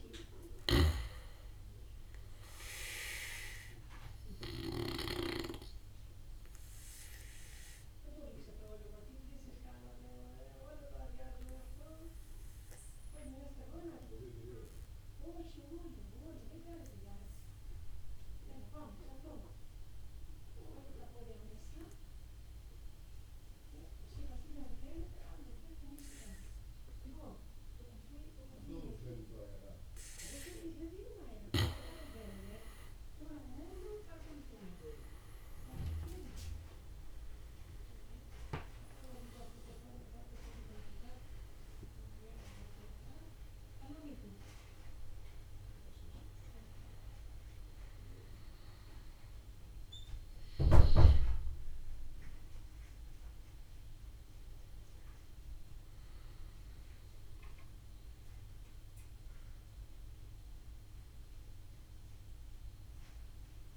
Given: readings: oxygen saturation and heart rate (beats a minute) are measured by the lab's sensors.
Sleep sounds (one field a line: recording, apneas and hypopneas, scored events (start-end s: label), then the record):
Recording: breathing in sleep by a room microphone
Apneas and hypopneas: 1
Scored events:
0.00-11.00 s: oxygen desaturation (device-marked, oxygen 86% lowest, heart rate 51 extreme)
3.50-30.00 s: obstructive apnea (oxygen 98% before, 80% lowest, heart rate 59 before, 51 extreme, up 13 after)
27.00-49.00 s: oxygen desaturation (device-marked, oxygen 97% before, 80% lowest, heart rate 56 before, 52 extreme)
34.00-38.00 s: arousal
39.00-55.00 s: drop in pulse transit time (device-marked, heart rate 60 before, 56 extreme)
From the record:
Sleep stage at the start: N2 (light sleep)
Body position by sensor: on the back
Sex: male